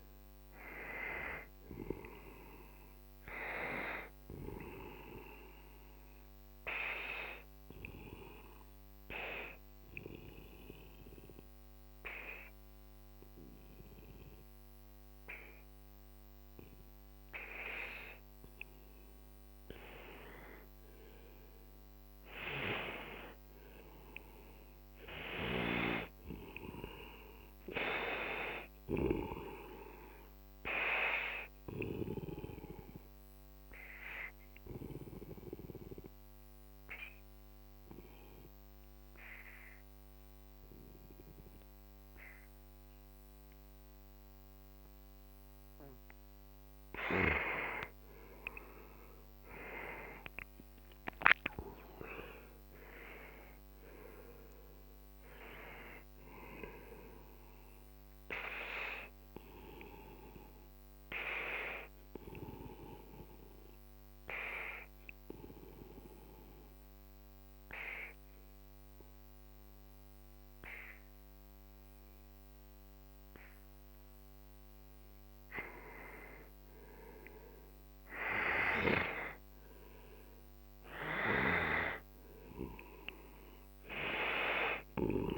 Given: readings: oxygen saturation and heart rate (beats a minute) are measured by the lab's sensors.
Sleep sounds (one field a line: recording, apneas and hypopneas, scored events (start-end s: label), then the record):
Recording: breathing in sleep by a microphone on the trachea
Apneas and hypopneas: 3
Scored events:
8.00-19.00 s: obstructive apnea (oxygen 94% before, 90% lowest, heart rate 57 before, 52 extreme, up 10 after)
21.50-25.50 s: arousal
25.00-39.00 s: oxygen desaturation (device-marked, oxygen 96% before, 91% lowest, heart rate 54 before, 48 extreme)
33.50-46.00 s: obstructive apnea (oxygen 96% before, 90% lowest, heart rate 57 before, 48 extreme, up 13 after)
48.50-53.00 s: arousal
52.00-70.00 s: oxygen desaturation (device-marked, oxygen 95% before, 90% lowest, heart rate 55 before, 48 extreme)
62.00-75.00 s: obstructive apnea (oxygen 95% before, 90% lowest, heart rate 58 before, 48 extreme, up 13 after)
77.50-82.50 s: arousal
83.00-85.38 s: oxygen desaturation (device-marked, oxygen 97% before, 91% lowest, heart rate 53 before, 48 extreme)
From the record:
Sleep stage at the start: N2 (light sleep)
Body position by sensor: on the right side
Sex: male